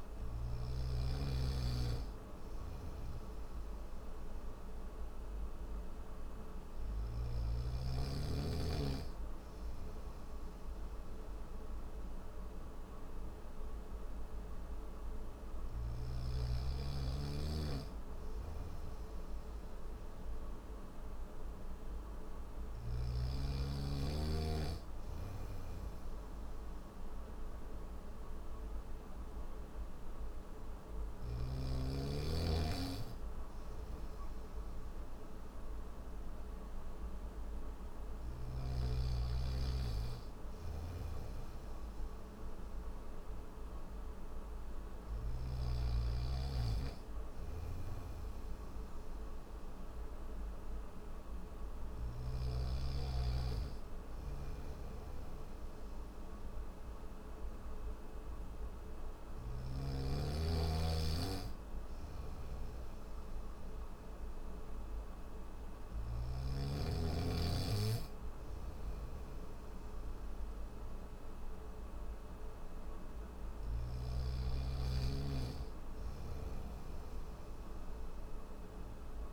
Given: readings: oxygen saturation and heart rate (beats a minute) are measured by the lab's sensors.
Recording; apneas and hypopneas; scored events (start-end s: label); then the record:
breathing in sleep by a room microphone; none
40.00-45.00 s: snoring (device-marked)
47.00-52.00 s: snoring (device-marked)
75.50-79.33 s: snoring (device-marked)
From the record:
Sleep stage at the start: N3 (deep sleep); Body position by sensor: on the back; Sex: male